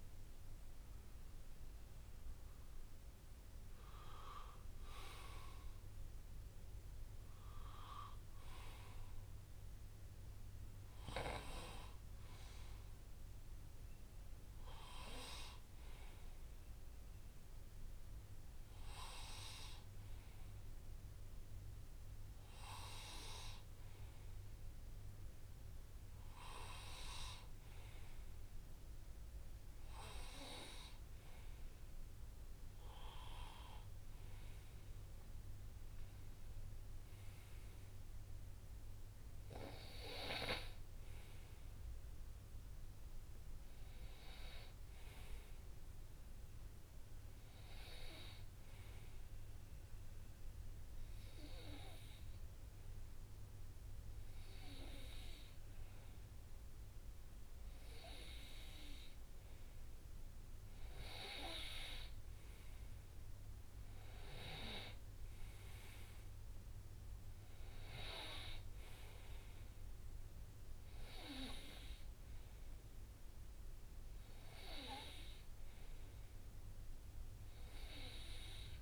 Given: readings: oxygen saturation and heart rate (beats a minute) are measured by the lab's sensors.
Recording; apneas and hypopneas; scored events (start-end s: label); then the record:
breathing in sleep by a room microphone; none
0.00-1.00 s: arousal
From the record:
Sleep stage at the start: N2 (light sleep); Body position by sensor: on the right side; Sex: male